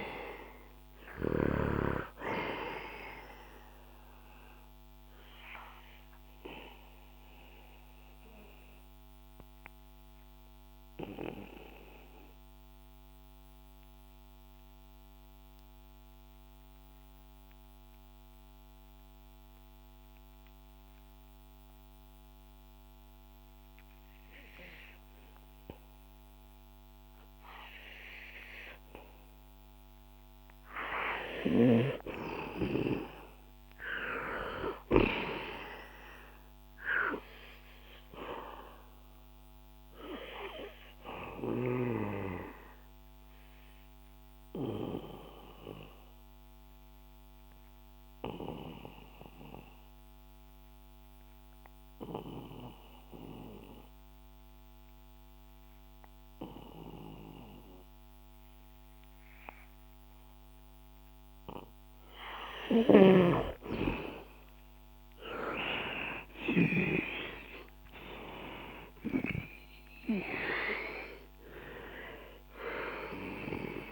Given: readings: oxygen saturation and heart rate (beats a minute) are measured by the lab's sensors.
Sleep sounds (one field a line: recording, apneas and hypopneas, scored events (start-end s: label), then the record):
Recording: breathing in sleep by a microphone on the trachea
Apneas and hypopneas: 2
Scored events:
0.00-12.50 s: oxygen desaturation (device-marked, oxygen 92% lowest, heart rate 61 extreme)
6.00-29.50 s: obstructive apnea (oxygen 96% before, 89% lowest, heart rate 69 before, 61 extreme, up 3 after)
32.50-37.00 s: arousal
39.50-60.50 s: oxygen desaturation (device-marked, oxygen 98% before, 91% lowest, heart rate 68 before, 62 extreme)
42.50-62.00 s: obstructive apnea (oxygen 99% before, 90% lowest, heart rate 68 before, 62 extreme, up 10 after)
63.00-67.00 s: snoring (device-marked)
64.50-69.50 s: arousal
From the record:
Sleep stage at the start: N2 (light sleep)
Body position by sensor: on the back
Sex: male